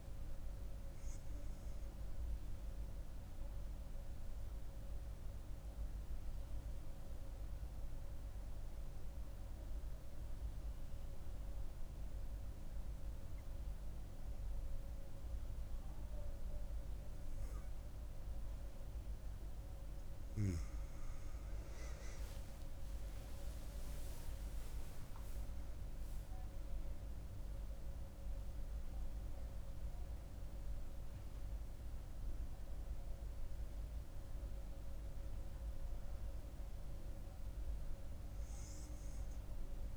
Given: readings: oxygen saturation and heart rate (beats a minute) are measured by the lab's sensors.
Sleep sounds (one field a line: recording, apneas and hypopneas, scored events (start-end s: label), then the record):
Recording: breathing in sleep, hard to hear, by a room microphone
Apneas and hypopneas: 1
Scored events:
5.00-20.00 s: hypopnea (oxygen 98% before, 90% lowest, heart rate 77 before, 70 extreme, up 19 after)
21.00-39.96 s: oxygen desaturation (device-marked, oxygen 98% before, 93% lowest, heart rate 70 before, 67 extreme)
22.00-27.00 s: arousal
From the record:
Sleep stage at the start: N2 (light sleep)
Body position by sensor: on the back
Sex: female